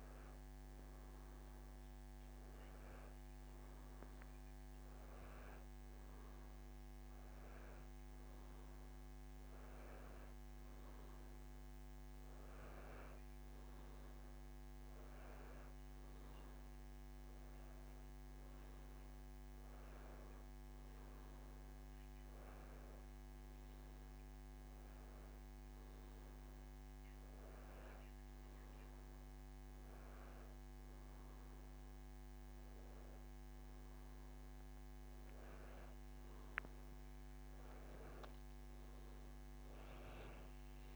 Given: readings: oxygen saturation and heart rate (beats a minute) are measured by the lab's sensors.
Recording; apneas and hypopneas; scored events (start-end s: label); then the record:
breathing in sleep, hard to hear, by a microphone on the trachea; none
none scored
From the record:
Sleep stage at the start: N2 (light sleep); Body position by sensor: on the back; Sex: male